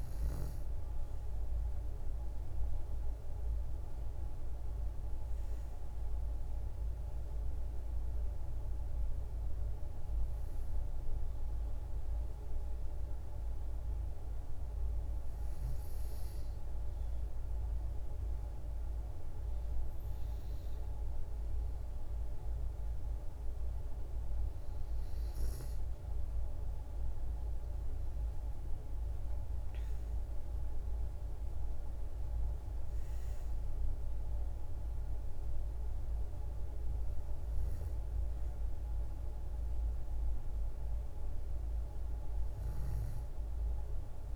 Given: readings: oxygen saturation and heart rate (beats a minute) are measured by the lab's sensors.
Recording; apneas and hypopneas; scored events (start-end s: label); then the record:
breathing in sleep, hard to hear, by a room microphone; 1
10.50-26.50 s: hypopnea (oxygen 96% before, 92% lowest, heart rate 59 before, 57 extreme, up 7 after)
28.50-32.00 s: arousal
28.50-39.50 s: oxygen desaturation (device-marked, oxygen 95% before, 92% lowest, heart rate 58 before, 56 extreme)
From the record:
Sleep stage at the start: N2 (light sleep); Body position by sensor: on the back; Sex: female